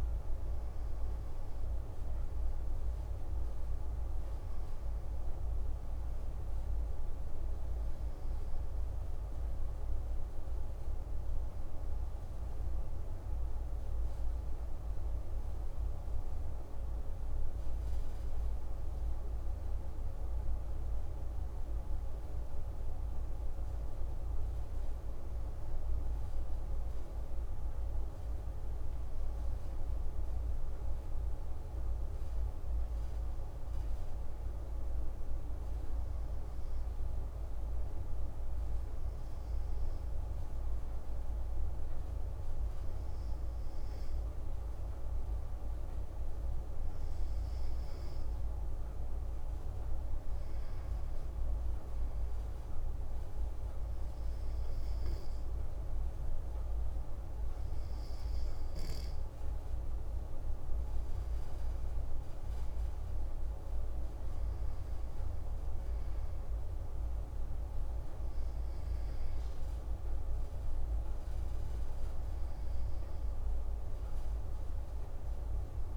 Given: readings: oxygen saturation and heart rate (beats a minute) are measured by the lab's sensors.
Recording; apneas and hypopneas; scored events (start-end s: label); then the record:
breathing in sleep, hard to hear, by a room microphone; 1
6.50-75.97 s: new sleep stage, N2 (light sleep)
37.50-47.50 s: obstructive apnea (oxygen 96% before, 94% lowest, heart rate 116 before, 94 extreme)
50.00-54.50 s: arousal
From the record:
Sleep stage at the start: N1 (lightest sleep); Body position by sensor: on the back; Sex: male